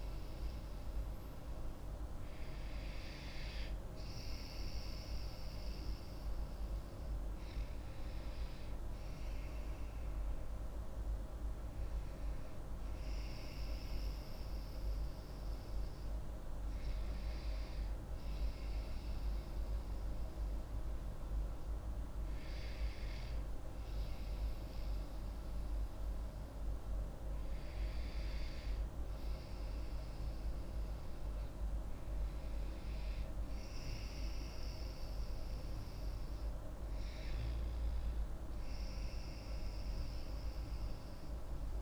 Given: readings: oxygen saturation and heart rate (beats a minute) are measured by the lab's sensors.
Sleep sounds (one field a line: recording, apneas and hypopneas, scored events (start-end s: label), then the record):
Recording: breathing in sleep, hard to hear, by a room microphone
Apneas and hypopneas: none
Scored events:
none scored
From the record:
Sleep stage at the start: N2 (light sleep)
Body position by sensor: on the back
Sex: female